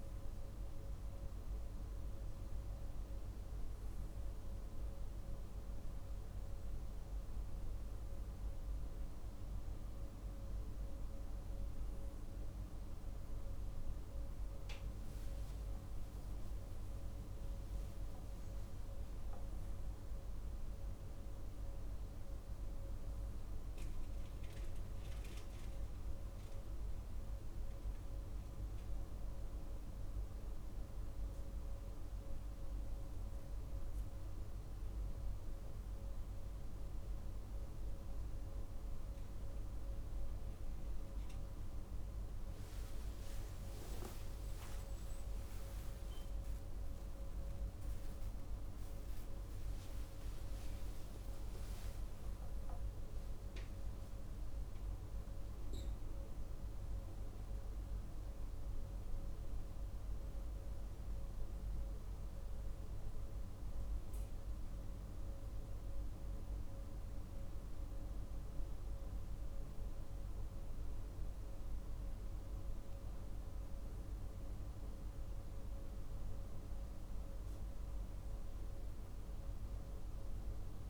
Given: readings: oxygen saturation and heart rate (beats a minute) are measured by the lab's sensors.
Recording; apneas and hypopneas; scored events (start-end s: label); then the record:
breathing in sleep, hard to hear, by a room microphone; none
9.00-69.00 s: new sleep stage, N1 (lightest sleep)
43.50-50.50 s: arousal
69.00-80.90 s: new sleep stage, N2 (light sleep)
From the record:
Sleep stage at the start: REM sleep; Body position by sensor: on the right side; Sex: male